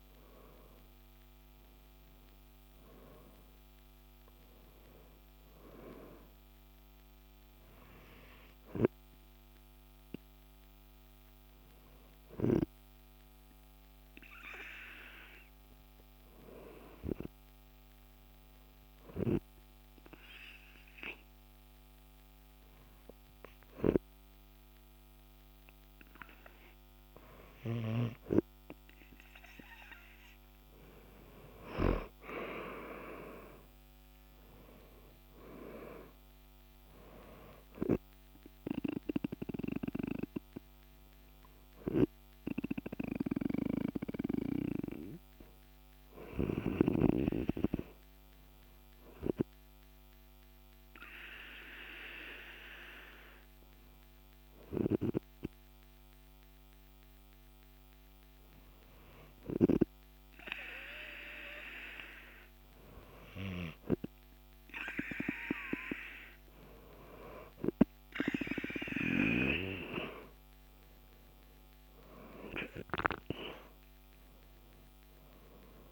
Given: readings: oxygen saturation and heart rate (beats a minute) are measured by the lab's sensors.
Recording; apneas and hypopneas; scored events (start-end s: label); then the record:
breathing in sleep by a microphone on the trachea; 2
0.00-3.50 s: arousal
11.50-29.00 s: hypopnea (oxygen 97% before, 95% lowest, heart rate 55 before, 48 extreme, up 9 after)
32.50-36.00 s: arousal
40.50-61.00 s: hypopnea (oxygen 98% before, 95% lowest, heart rate 56 before, 48 extreme, up 8 after)
63.00-66.50 s: arousal
63.50-74.50 s: oxygen desaturation (device-marked, oxygen 98% before, 95% lowest, heart rate 50 before, 52 extreme)
From the record:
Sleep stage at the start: N2 (light sleep); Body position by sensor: on the back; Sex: male